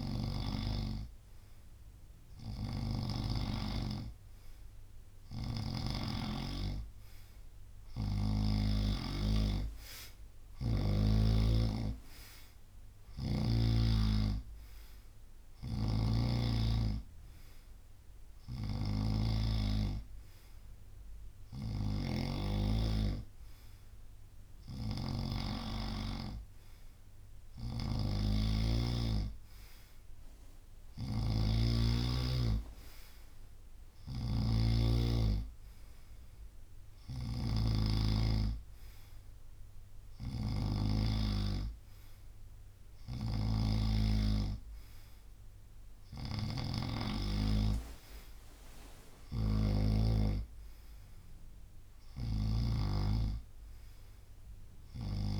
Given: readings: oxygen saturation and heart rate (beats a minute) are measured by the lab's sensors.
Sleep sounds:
breathing in sleep by a room microphone; none
0.00-3.00 s: snoring (device-marked)
5.00-8.50 s: snoring (device-marked)
8.50-17.50 s: drop in pulse transit time (device-marked, heart rate 71 before, 70 extreme)
15.50-55.40 s: snoring (device-marked)
28.50-38.50 s: drop in pulse transit time (device-marked, heart rate 71 before, 69 extreme)
From the record:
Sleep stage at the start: N2 (light sleep); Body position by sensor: on the right side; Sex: male

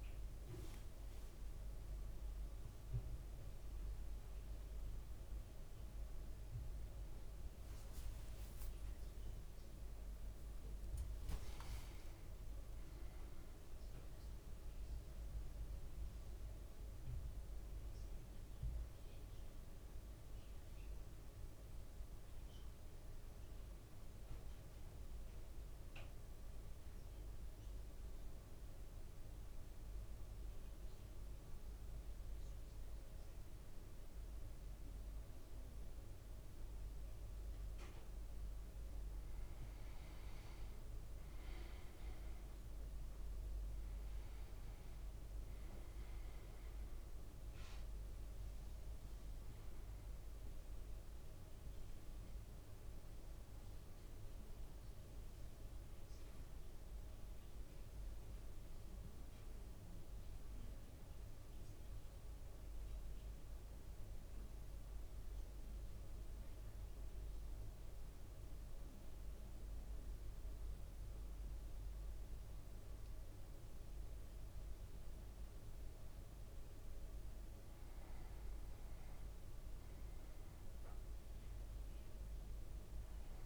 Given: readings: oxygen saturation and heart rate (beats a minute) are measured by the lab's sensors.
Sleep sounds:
a person partly awake in a sleep study, hard to hear, by a room microphone; 2
15.50-45.50 s: new sleep stage, N1 (lightest sleep)
22.50-38.00 s: mixed apnea (oxygen 99% before, 95% lowest, heart rate 57 before, 54 extreme, up 4 after)
41.00-44.50 s: arousal
44.50-68.50 s: oxygen desaturation (device-marked, oxygen 98% before, 95% lowest, heart rate 55 before, 53 extreme)
45.50-83.46 s: new sleep stage, N2 (light sleep)
60.00-76.50 s: mixed apnea (oxygen 99% before, 95% lowest, heart rate 57 before, 53 extreme, up 4 after)
78.50-82.50 s: arousal
From the record:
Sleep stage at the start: awake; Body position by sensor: on the back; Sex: male

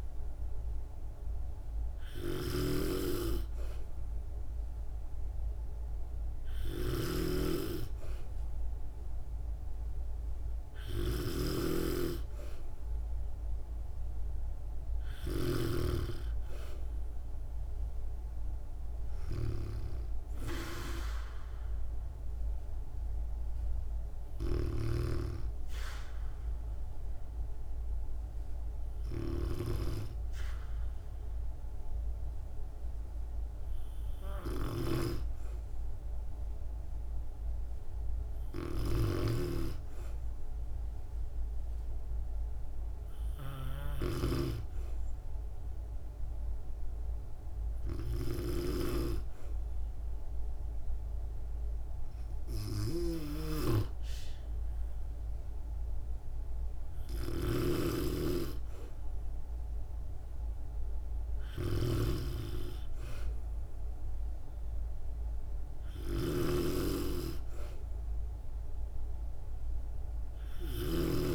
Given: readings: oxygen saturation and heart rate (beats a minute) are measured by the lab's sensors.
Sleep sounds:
breathing in sleep by a room microphone; none
0.00-71.34 s: snoring (device-marked)
From the record:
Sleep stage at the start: N2 (light sleep); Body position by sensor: on the back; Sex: female

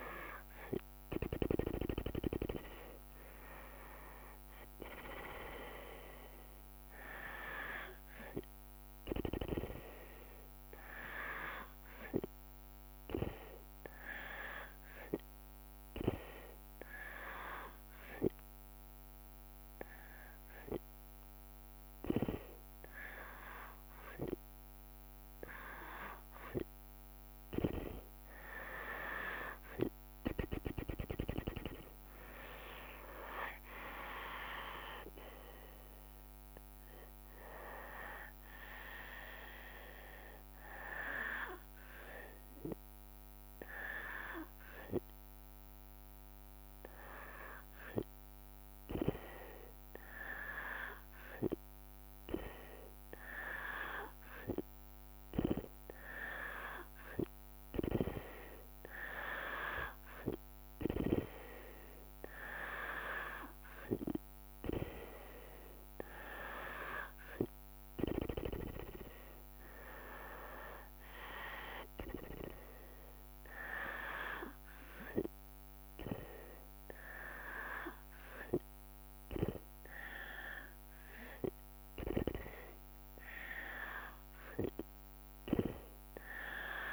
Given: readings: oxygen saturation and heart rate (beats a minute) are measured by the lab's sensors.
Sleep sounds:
breathing in sleep by a microphone on the trachea; 2
0.00-1.50 s: snoring (device-marked)
0.00-11.50 s: drop in pulse transit time (device-marked, heart rate 55 extreme)
3.00-7.50 s: arousal
17.00-27.00 s: hypopnea (oxygen 97% before, 93% lowest, heart rate 60 before, 64 extreme, up 19 after)
31.50-35.00 s: arousal
31.50-44.50 s: drop in pulse transit time (device-marked, heart rate 64 before, 66 extreme)
33.50-50.50 s: oxygen desaturation (device-marked, oxygen 97% before, 93% lowest, heart rate 66 before, 49 extreme)
37.50-47.50 s: hypopnea (oxygen 97% before, 93% lowest, heart rate 71 before, 49 extreme, up 4 after)
50.00-54.00 s: arousal
From the record:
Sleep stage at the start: N2 (light sleep); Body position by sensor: on the back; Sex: female

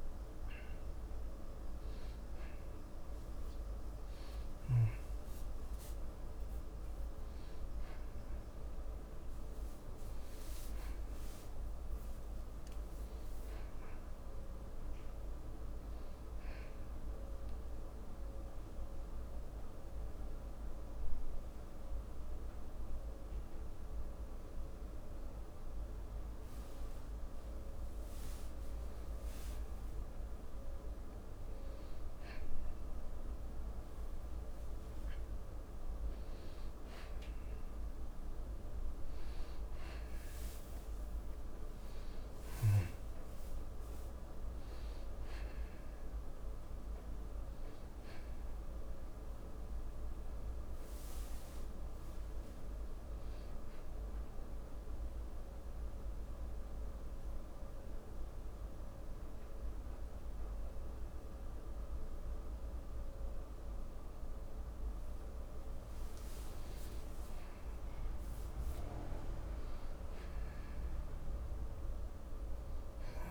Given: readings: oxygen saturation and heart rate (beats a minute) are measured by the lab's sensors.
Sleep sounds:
breathing in sleep, hard to hear, by a room microphone; 2
19.50-29.50 s: mixed apnea (oxygen 98% before, 93% lowest)
32.50-36.00 s: arousal
38.00-57.00 s: oxygen desaturation (device-marked, oxygen 97% before, 93% lowest, heart rate 78 before, 38 extreme)
55.00-66.00 s: central apnea (oxygen 97% before, 93% lowest, heart rate 96 before, 30 extreme, up 6 after)
68.50-71.50 s: arousal
From the record:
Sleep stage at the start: N2 (light sleep); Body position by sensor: on the back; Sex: male

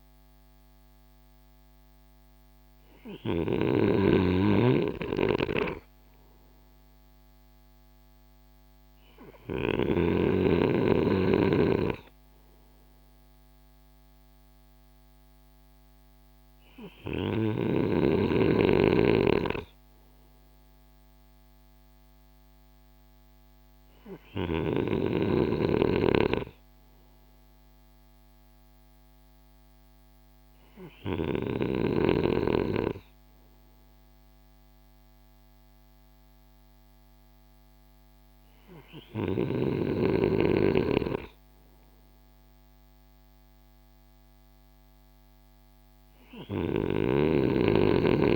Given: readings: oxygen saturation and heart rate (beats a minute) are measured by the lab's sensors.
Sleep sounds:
breathing in sleep by a microphone on the trachea; none
none scored
From the record:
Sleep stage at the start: N2 (light sleep); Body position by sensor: on the right side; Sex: male

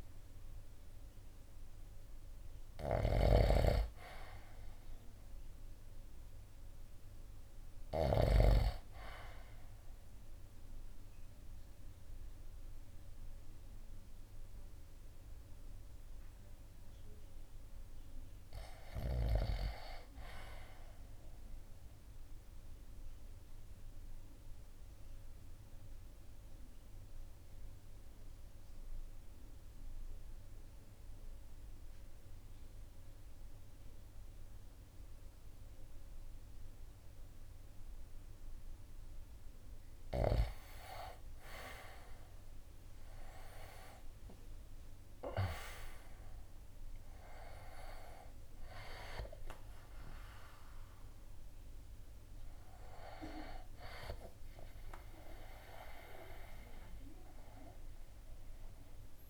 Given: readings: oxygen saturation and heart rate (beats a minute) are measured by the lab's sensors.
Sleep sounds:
breathing in sleep by a room microphone; 1
0.00-4.00 s: arousal
2.00-17.00 s: drop in pulse transit time (device-marked, heart rate 56 before, 55 extreme)
2.50-8.00 s: snoring (device-marked)
3.00-28.00 s: oxygen desaturation (device-marked, oxygen 97% before, 84% lowest, heart rate 56 before, 54 extreme)
21.00-38.50 s: obstructive apnea (oxygen 98% before, 84% lowest, heart rate 59 before, 54 extreme, up 15 after)
41.00-45.50 s: arousal
43.00-56.00 s: drop in pulse transit time (device-marked, heart rate 55 before, 62 extreme)
From the record:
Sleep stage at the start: REM sleep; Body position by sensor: on the right side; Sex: male

